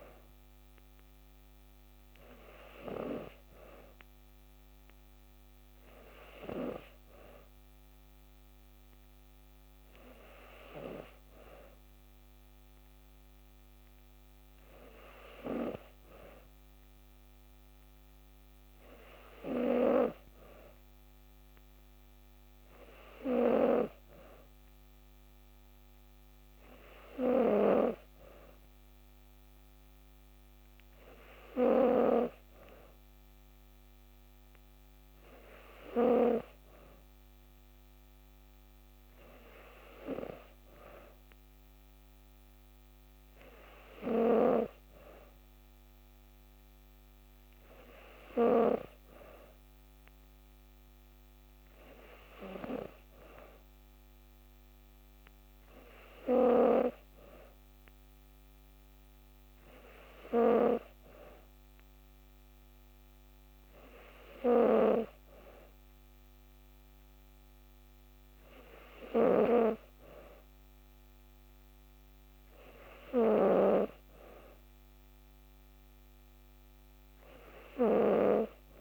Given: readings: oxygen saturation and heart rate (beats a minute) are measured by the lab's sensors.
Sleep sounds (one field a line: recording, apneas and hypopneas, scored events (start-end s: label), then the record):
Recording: breathing in sleep by a microphone on the trachea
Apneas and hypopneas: none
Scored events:
none scored
From the record:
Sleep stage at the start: N2 (light sleep)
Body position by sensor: on the back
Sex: female